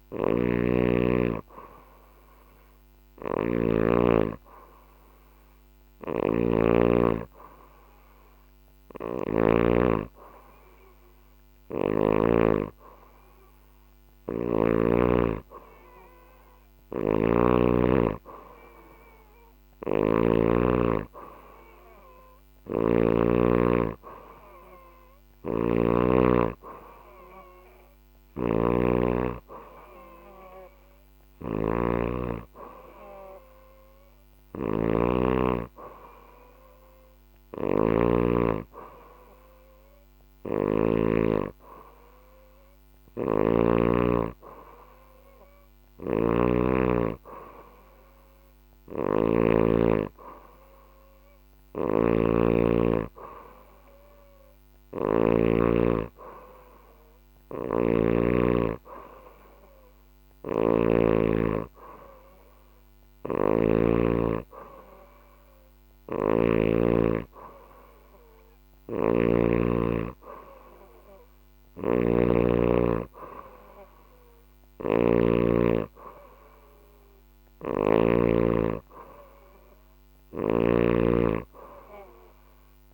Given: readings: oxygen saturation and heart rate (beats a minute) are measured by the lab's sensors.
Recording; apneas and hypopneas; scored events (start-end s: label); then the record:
breathing in sleep by a microphone on the trachea; none
0.00-9.00 s: snoring (device-marked)
16.00-22.50 s: snoring (device-marked)
24.50-37.50 s: snoring (device-marked)
39.50-43.00 s: snoring (device-marked)
45.00-54.50 s: snoring (device-marked)
56.50-66.00 s: snoring (device-marked)
68.00-77.50 s: snoring (device-marked)
From the record:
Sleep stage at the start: N2 (light sleep); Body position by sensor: on the back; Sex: female